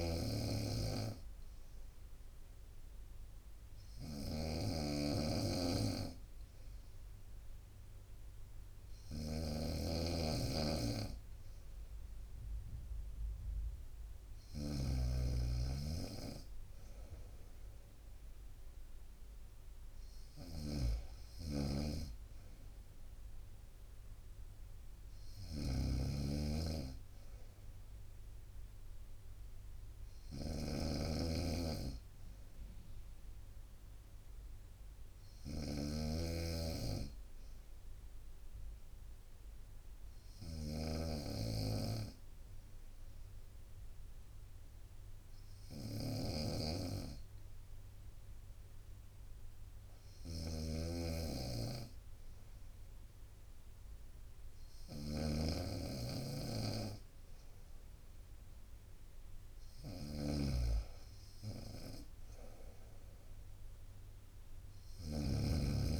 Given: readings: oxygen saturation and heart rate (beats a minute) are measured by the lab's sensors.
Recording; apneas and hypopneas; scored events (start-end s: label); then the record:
breathing in sleep by a room microphone; 1
0.00-66.00 s: snoring (device-marked)
26.50-33.50 s: bradycardia (device-marked, heart rate 62 before, 57 extreme)
31.00-35.00 s: arousal
39.50-52.00 s: obstructive apnea (oxygen 95% before, 94% lowest, heart rate 61 before, 62 extreme, up 2 after)
55.00-58.50 s: arousal
From the record:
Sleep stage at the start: N2 (light sleep); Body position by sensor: on the right side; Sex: female